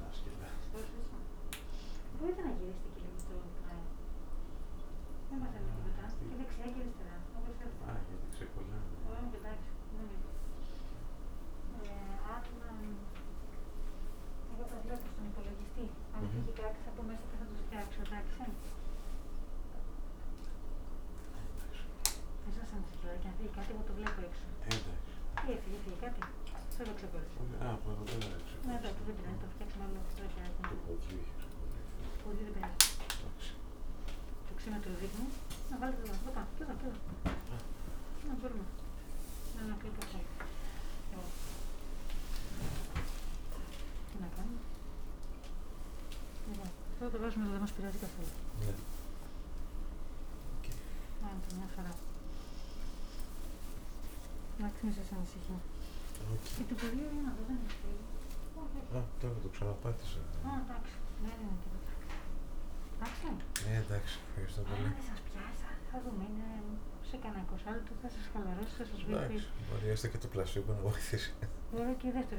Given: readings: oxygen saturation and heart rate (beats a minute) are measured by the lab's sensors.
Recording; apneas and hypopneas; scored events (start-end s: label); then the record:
a person awake in a sleep study, by a room microphone; none
none scored
From the record:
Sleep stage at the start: awake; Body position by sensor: upright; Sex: male